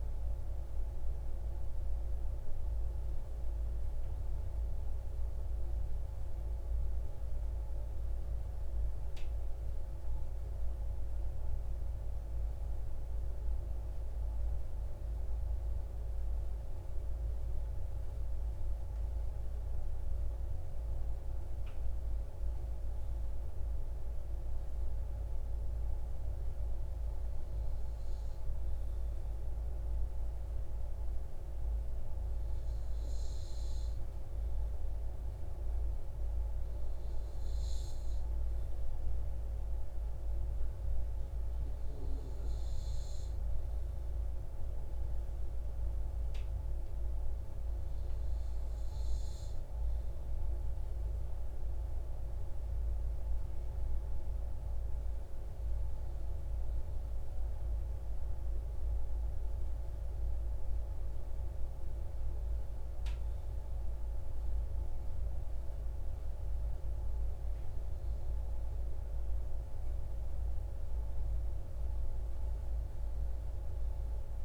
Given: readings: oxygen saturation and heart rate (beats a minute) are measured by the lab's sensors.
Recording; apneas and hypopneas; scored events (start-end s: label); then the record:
breathing in sleep, hard to hear, by a room microphone; 1
1.50-22.00 s: mixed apnea (oxygen 97% before, 95% lowest, heart rate 102 before, 30 extreme)
25.00-29.00 s: arousal
From the record:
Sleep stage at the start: N2 (light sleep); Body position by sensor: on the right side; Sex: male